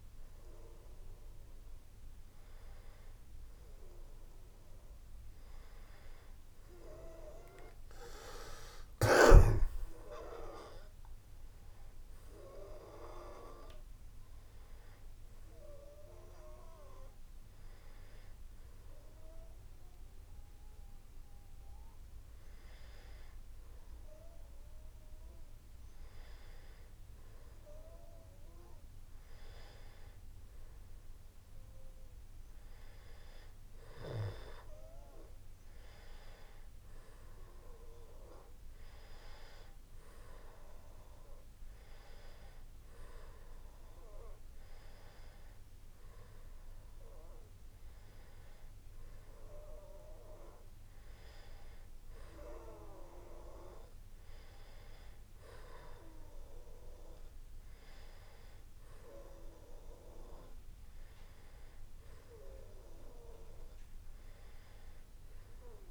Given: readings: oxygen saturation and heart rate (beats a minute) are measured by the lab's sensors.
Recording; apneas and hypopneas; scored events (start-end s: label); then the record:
a person awake in a sleep study, by a room microphone; none
none scored
From the record:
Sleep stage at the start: awake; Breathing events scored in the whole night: 271 in 4.0 hours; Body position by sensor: on the back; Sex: male